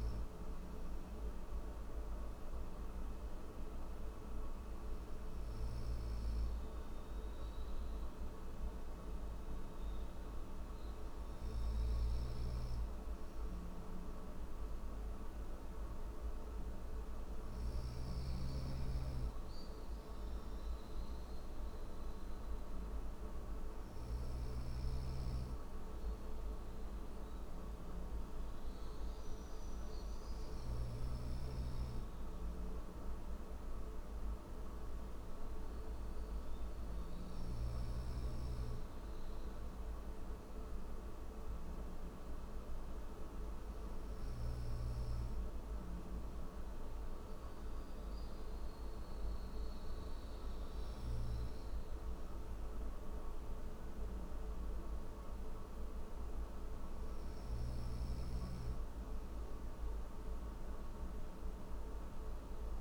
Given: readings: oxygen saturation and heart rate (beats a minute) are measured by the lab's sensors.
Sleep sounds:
breathing in sleep, hard to hear, by a room microphone; none
11.00-17.00 s: snoring (device-marked)
From the record:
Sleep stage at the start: N3 (deep sleep); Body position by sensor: on the right side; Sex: male

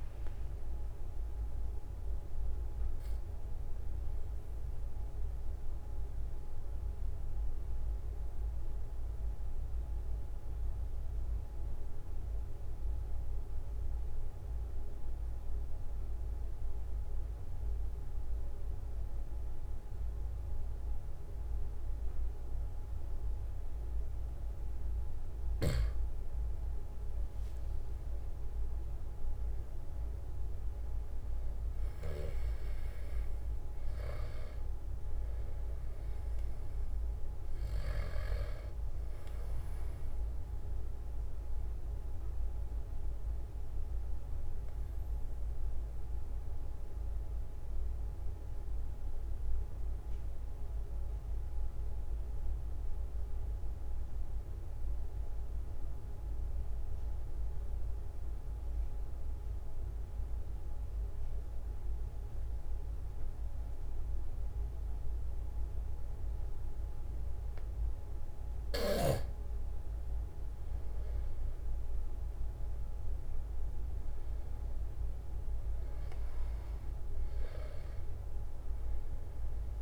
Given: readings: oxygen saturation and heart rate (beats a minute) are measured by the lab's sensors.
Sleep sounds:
breathing in sleep, hard to hear, by a room microphone; 2
0.00-25.00 s: oxygen desaturation (device-marked, oxygen 92% lowest, heart rate 42 extreme)
0.50-25.00 s: obstructive apnea (oxygen 97% before, 92% lowest, heart rate 46 before, 42 extreme, up 6 after)
27.50-32.50 s: arousal
32.00-38.50 s: snoring (device-marked)
41.00-68.50 s: obstructive apnea (oxygen 97% before, 92% lowest, heart rate 46 before, 43 extreme, up 4 after)
47.00-62.00 s: oxygen desaturation (device-marked, oxygen 96% before, 93% lowest, heart rate 46 before, 43 extreme)
70.00-75.00 s: arousal
From the record:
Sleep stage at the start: N2 (light sleep); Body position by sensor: on the back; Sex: male

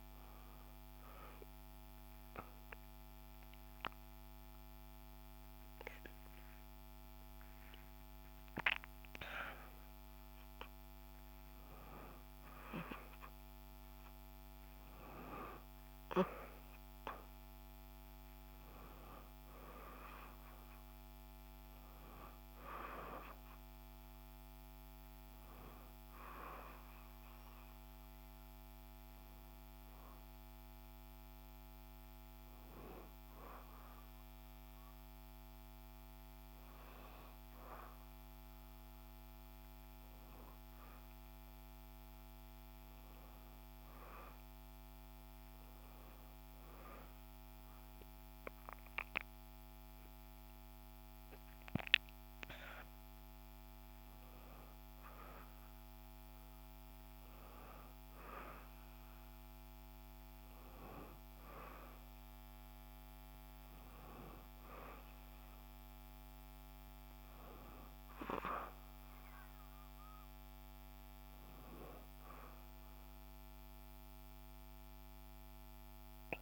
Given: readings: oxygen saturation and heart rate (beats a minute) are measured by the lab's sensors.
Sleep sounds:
breathing in sleep by a microphone on the trachea; 1
23.00-76.42 s: new sleep stage, REM sleep
26.00-39.00 s: hypopnea (oxygen 96% before, 93% lowest, heart rate 72 before, 63 extreme, up 2 after)
41.00-45.00 s: arousal
From the record:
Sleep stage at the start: N1 (lightest sleep); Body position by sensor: on the back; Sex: female

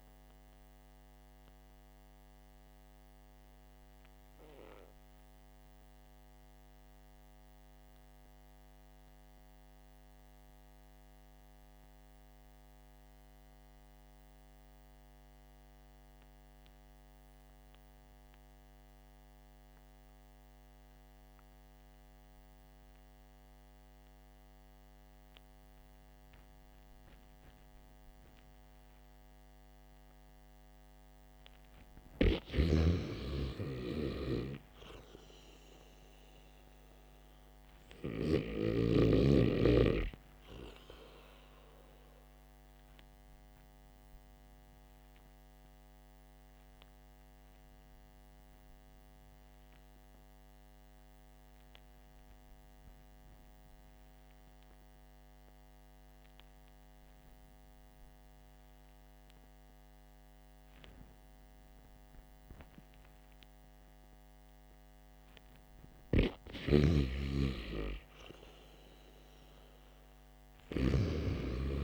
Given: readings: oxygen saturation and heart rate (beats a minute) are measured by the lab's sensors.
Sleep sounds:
breathing in sleep by a microphone on the trachea; 2
3.50-27.50 s: obstructive apnea (oxygen 97% before, 92% lowest, heart rate 58 before, 51 extreme, up 5 after)
8.50-19.50 s: oxygen desaturation (device-marked, oxygen 95% before, 92% lowest, heart rate 55 before, 51 extreme)
30.50-34.00 s: arousal
38.50-71.50 s: oxygen desaturation (device-marked, oxygen 97% before, 92% lowest, heart rate 55 before, 48 extreme)
44.00-65.00 s: obstructive apnea (oxygen 98% before, 92% lowest, heart rate 55 before, 53 extreme, up 3 after)
70.00-71.83 s: arousal
From the record:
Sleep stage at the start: REM sleep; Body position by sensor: on the back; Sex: male

